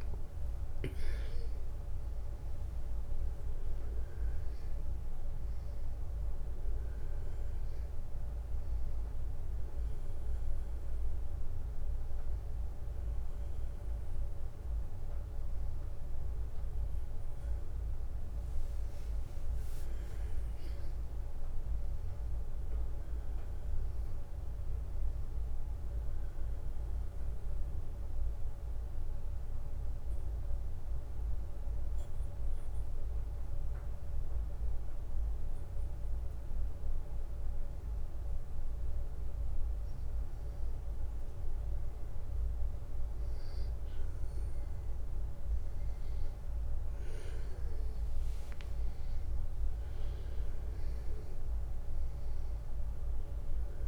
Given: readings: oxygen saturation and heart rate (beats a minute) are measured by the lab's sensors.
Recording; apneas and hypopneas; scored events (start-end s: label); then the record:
breathing in sleep, hard to hear, by a room microphone; 1
0.00-18.50 s: oxygen desaturation (device-marked, oxygen 92% lowest, heart rate 60 extreme)
20.50-23.50 s: arousal
26.00-39.50 s: obstructive apnea (oxygen 97% before, 93% lowest, heart rate 68 before, 60 extreme, up 3 after)
44.00-47.50 s: arousal
47.50-53.88 s: oxygen desaturation (device-marked, oxygen 96% before, 93% lowest, heart rate 62 before, 57 extreme)
From the record:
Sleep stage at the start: N1 (lightest sleep); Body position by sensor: on the back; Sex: male